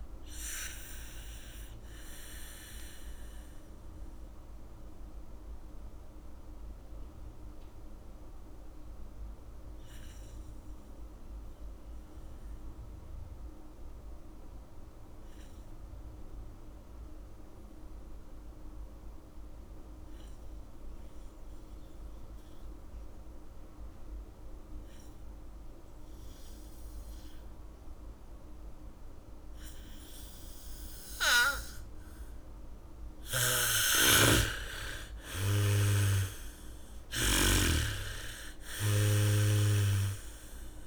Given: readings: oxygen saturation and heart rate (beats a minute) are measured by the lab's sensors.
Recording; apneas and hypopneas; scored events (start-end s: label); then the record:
breathing in sleep by a room microphone; 1
0.00-15.50 s: oxygen desaturation (device-marked, oxygen 80% lowest, heart rate 45 extreme)
3.00-34.50 s: mixed apnea (oxygen 98% before, 78% lowest, heart rate 61 before, 50 extreme, up 18 after)
24.50-35.50 s: bradycardia (device-marked, heart rate 70 before, 54 extreme)
25.50-40.87 s: oxygen desaturation (device-marked, oxygen 99% before, 78% lowest, heart rate 76 before, 50 extreme)
34.50-38.00 s: snoring (device-marked)
36.50-39.50 s: arousal
From the record:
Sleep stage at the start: N2 (light sleep); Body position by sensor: on the back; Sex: female